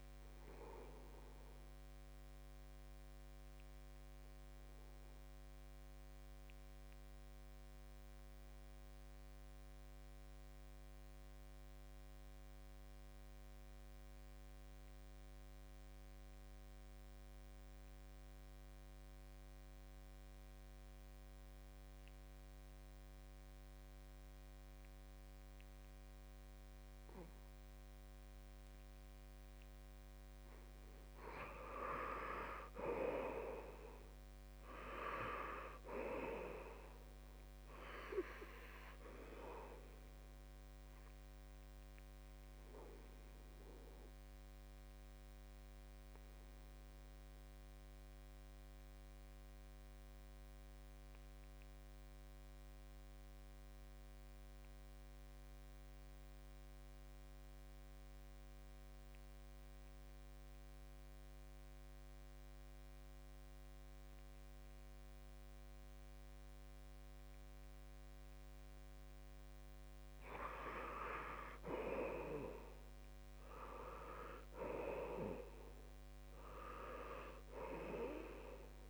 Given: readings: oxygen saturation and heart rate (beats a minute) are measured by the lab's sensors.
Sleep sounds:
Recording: breathing in sleep by a microphone on the trachea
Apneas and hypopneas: 2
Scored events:
0.00-14.00 s: oxygen desaturation (device-marked, oxygen 81% lowest, heart rate 68 extreme)
2.50-29.00 s: obstructive apnea (oxygen 94% before, 80% lowest, heart rate 72 before, 69 extreme, up 5 after)
25.00-56.00 s: oxygen desaturation (device-marked, oxygen 95% before, 80% lowest, heart rate 70 before, 66 extreme)
32.50-36.00 s: arousal
42.00-67.00 s: obstructive apnea (oxygen 95% before, 80% lowest, heart rate 72 before, 65 extreme, up 8 after)
47.50-49.50 s: long interval between heartbeats (device-marked, heart rate 72 before, 69 extreme)
67.00-70.50 s: arousal
68.00-78.90 s: oxygen desaturation (device-marked, oxygen 96% before, 82% lowest, heart rate 69 before, 65 extreme)
From the record:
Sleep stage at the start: N2 (light sleep)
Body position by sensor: on the back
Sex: male

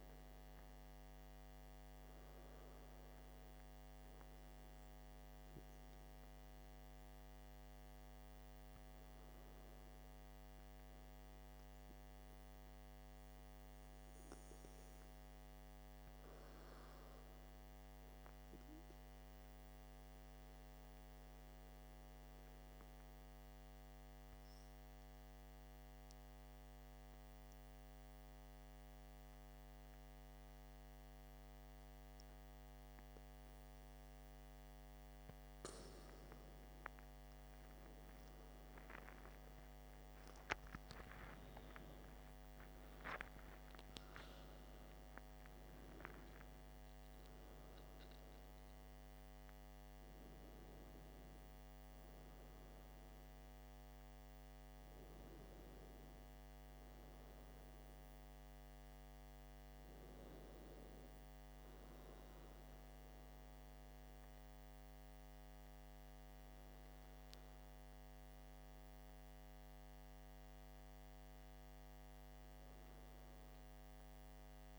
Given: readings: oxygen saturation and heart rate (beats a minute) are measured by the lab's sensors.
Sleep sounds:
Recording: breathing in sleep, hard to hear, by a microphone on the trachea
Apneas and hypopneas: 1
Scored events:
0.00-1.00 s: arousal
20.00-35.50 s: mixed apnea (oxygen 96% before, 94% lowest, heart rate 58 before, 51 extreme, up 18 after)
39.00-44.00 s: arousal
From the record:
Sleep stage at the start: N2 (light sleep)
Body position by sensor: on the back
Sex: male

